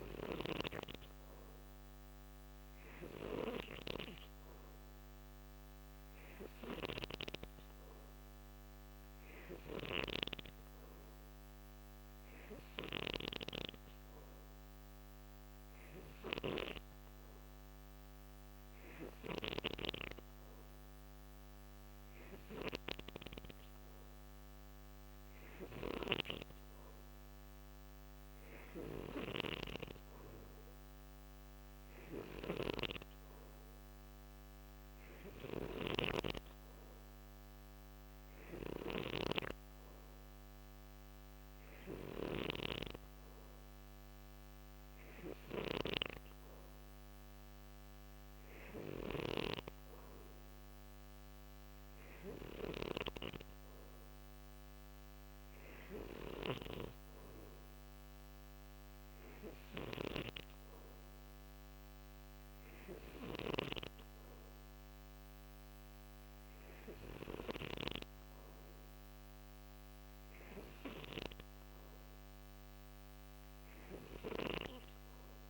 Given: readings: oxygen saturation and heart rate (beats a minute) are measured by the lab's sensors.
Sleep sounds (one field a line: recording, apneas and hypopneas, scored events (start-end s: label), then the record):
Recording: breathing in sleep by a microphone on the trachea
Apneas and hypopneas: none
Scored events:
6.00-9.50 s: snoring (device-marked)
15.00-75.50 s: new sleep stage, N3 (deep sleep)
15.50-19.00 s: snoring (device-marked)
25.00-67.00 s: snoring (device-marked)
73.50-75.50 s: snoring (device-marked)
From the record:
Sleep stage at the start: N2 (light sleep)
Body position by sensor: on the right side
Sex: male